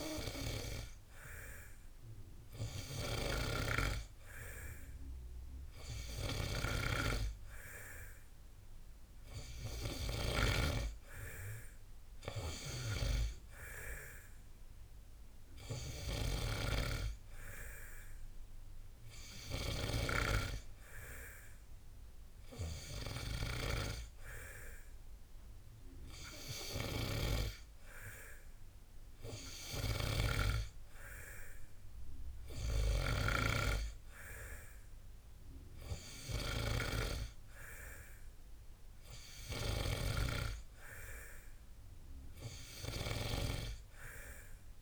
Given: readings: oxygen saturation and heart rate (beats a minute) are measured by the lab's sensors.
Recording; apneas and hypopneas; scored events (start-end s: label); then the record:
breathing in sleep by a room microphone; none
none scored
From the record:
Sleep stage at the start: N2 (light sleep); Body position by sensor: on the back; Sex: male